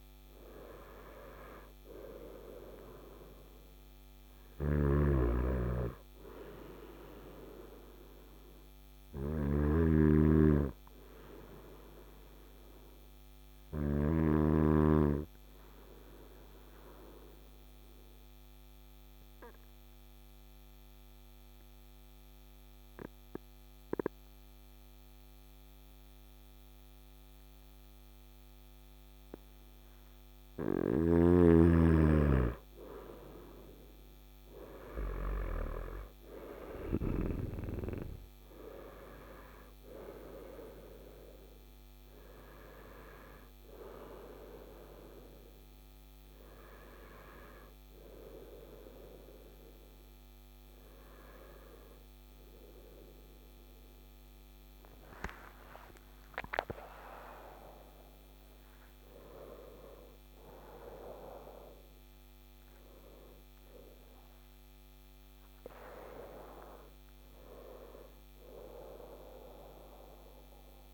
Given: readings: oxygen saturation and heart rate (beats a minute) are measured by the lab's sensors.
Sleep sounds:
a person partly awake in a sleep study, by a microphone on the trachea; 1
0.00-15.50 s: oxygen desaturation (device-marked, oxygen 94% lowest, heart rate 53 extreme)
4.00-13.50 s: snoring (device-marked)
11.50-28.50 s: obstructive apnea (oxygen 97% before, 93% lowest, heart rate 59 before, 53 extreme, up 8 after)
47.50-70.94 s: new sleep stage, awake
From the record:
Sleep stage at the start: N2 (light sleep); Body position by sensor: on the front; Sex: male

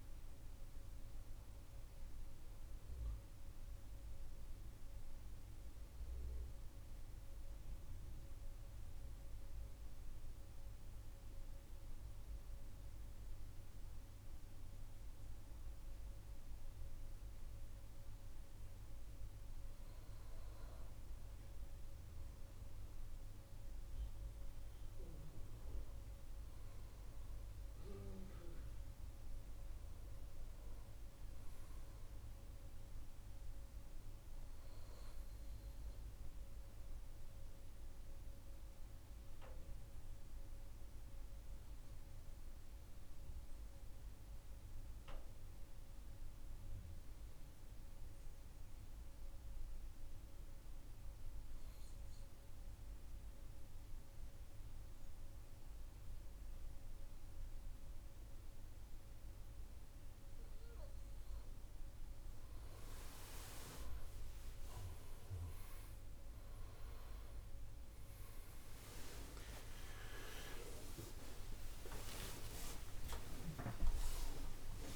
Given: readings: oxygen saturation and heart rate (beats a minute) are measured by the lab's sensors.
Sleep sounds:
breathing in sleep by a room microphone; 2
0.00-2.50 s: oxygen desaturation (device-marked, oxygen 93% lowest, heart rate 61 extreme)
2.00-20.50 s: obstructive apnea (oxygen 97% before, 89% lowest, heart rate 72 before, 61 extreme, up 3 after)
23.50-28.50 s: arousal
36.50-61.50 s: obstructive apnea (oxygen 98% before, 89% lowest, heart rate 64 before, 63 extreme, up 17 after)
57.50-70.50 s: oxygen desaturation (device-marked, oxygen 97% before, 91% lowest, heart rate 64 before, 66 extreme)
68.50-73.50 s: arousal
72.50-74.96 s: oxygen desaturation (device-marked, oxygen 94% before, 89% lowest, heart rate 71 before, 61 extreme)
From the record:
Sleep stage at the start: N2 (light sleep); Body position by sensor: on the right side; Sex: male

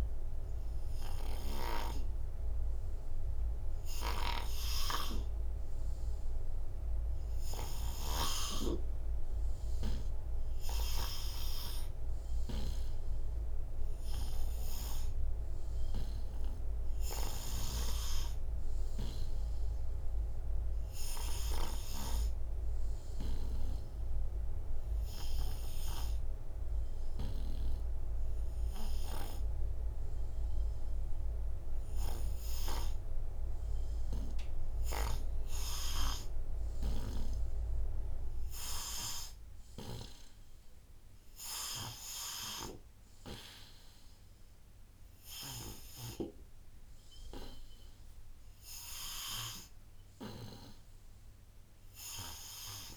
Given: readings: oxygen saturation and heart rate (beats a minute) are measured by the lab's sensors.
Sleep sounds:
breathing in sleep by a room microphone; none
11.00-35.00 s: oxygen desaturation (device-marked, oxygen 96% before, 85% lowest, heart rate 71 before, 58 extreme)
39.50-46.00 s: snoring (device-marked)
49.00-52.97 s: oxygen desaturation (device-marked, oxygen 89% before, 84% lowest, heart rate 62 before, 58 extreme)
From the record:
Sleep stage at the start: N2 (light sleep); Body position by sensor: on the right side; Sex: male

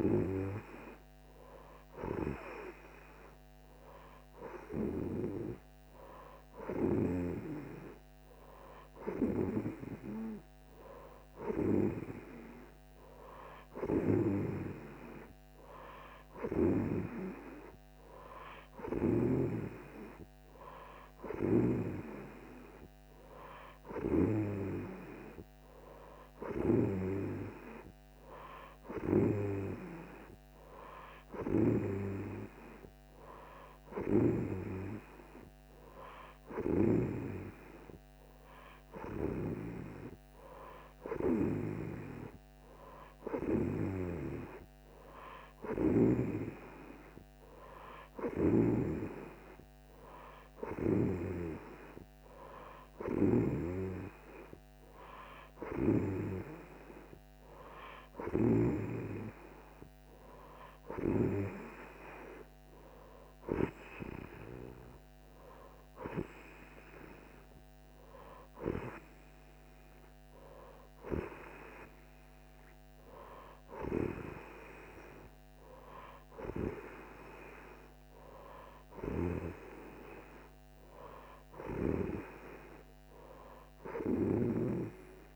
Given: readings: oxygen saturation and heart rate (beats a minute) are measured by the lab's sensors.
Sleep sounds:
breathing in sleep by a microphone on the trachea; none
none scored
From the record:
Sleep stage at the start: N2 (light sleep); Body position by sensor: on the right side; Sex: female

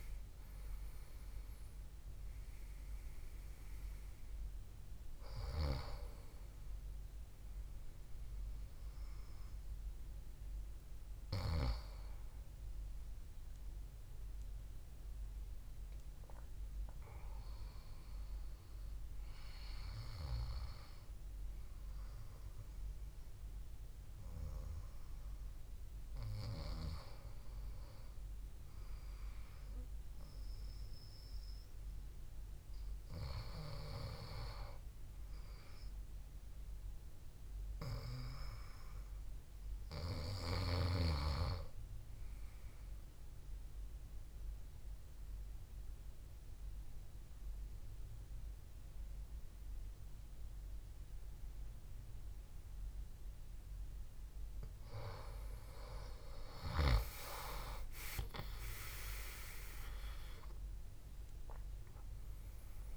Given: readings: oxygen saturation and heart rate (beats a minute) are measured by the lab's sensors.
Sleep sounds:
breathing in sleep by a room microphone; 1
0.00-1.50 s: arousal
5.50-18.50 s: oxygen desaturation (device-marked, oxygen 97% before, 91% lowest, heart rate 68 before, 65 extreme)
44.50-55.50 s: obstructive apnea (oxygen 98% before, 90% lowest, heart rate 70 before, 64 extreme, up 3 after)
57.00-61.50 s: arousal
57.50-62.96 s: oxygen desaturation (device-marked, oxygen 96% before, 90% lowest, heart rate 69 before, 60 extreme)
From the record:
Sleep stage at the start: N2 (light sleep); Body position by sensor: on the back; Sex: male

